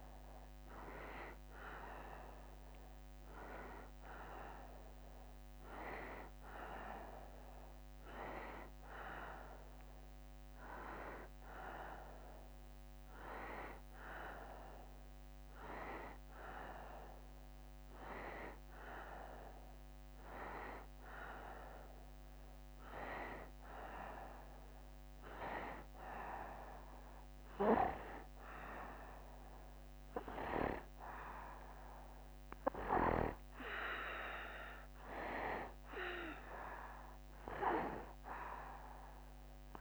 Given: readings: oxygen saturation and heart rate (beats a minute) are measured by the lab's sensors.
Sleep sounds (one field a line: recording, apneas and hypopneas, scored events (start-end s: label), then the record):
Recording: breathing in sleep by a microphone on the trachea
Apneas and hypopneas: 1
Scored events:
9.00-35.50 s: hypopnea (oxygen 94% before, 91% lowest, heart rate 75 before, 74 extreme, up 0 after)
37.50-39.81 s: arousal
From the record:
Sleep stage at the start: N2 (light sleep)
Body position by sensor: on the right side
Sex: male